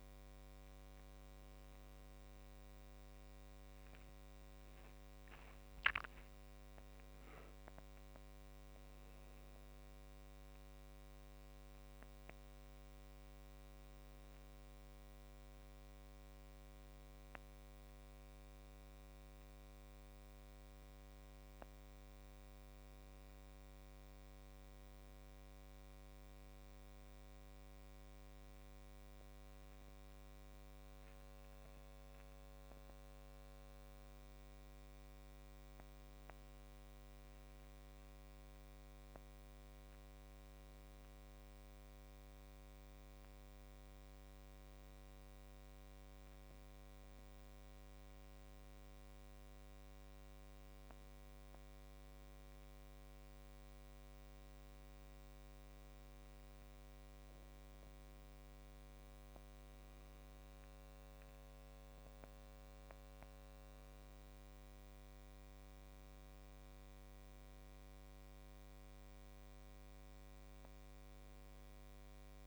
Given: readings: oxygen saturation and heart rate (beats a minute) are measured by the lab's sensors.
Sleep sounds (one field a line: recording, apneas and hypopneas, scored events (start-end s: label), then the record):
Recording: a person awake in a sleep study, hard to hear, by a microphone on the trachea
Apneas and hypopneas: none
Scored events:
none scored
From the record:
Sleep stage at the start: awake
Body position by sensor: on the back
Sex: male